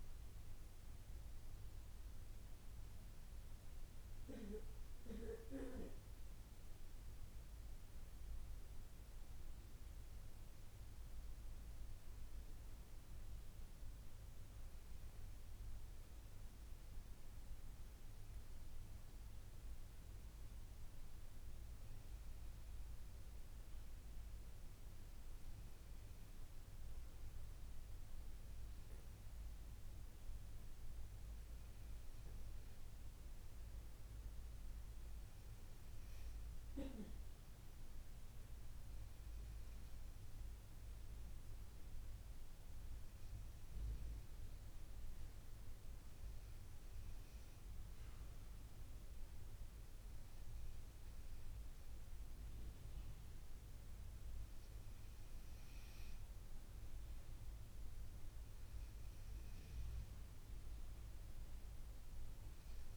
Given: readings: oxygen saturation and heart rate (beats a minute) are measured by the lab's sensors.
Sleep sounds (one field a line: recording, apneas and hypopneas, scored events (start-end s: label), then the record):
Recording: breathing in sleep, hard to hear, by a room microphone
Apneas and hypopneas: none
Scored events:
none scored
From the record:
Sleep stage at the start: N2 (light sleep)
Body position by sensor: on the left side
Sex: female